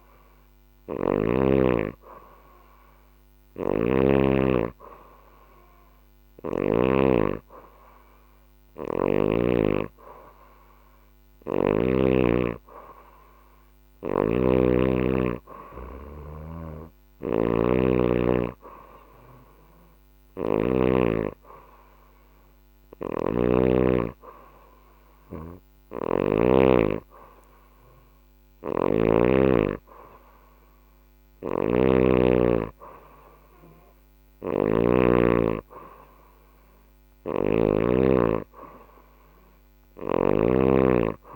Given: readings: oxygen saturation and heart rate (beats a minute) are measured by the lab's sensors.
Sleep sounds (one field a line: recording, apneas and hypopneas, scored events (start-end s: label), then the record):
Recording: breathing in sleep by a microphone on the trachea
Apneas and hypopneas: none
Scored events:
2.50-6.00 s: snoring (device-marked)
15.50-20.00 s: snoring (device-marked)
22.00-28.50 s: snoring (device-marked)
30.50-37.00 s: snoring (device-marked)
39.00-41.36 s: snoring (device-marked)
From the record:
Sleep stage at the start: N2 (light sleep)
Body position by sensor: on the back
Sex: female